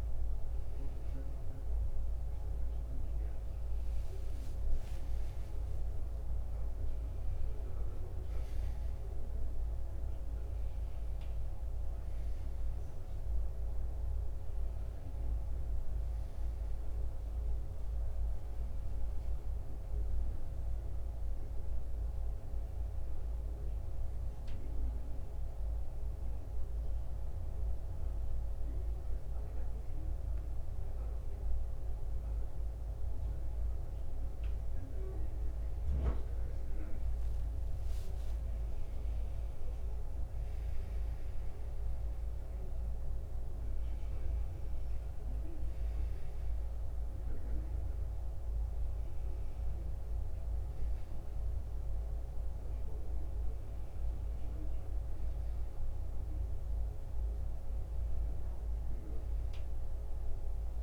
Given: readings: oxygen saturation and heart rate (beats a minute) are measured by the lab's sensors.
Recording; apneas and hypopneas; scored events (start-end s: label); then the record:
breathing in sleep, hard to hear, by a room microphone; none
0.00-15.00 s: oxygen desaturation (device-marked, oxygen 89% lowest, heart rate 72 extreme)
18.50-22.50 s: arousal
39.00-42.50 s: arousal
59.00-60.83 s: new sleep stage, N2 (light sleep)
From the record:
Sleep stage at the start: N1 (lightest sleep); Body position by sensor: on the back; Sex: male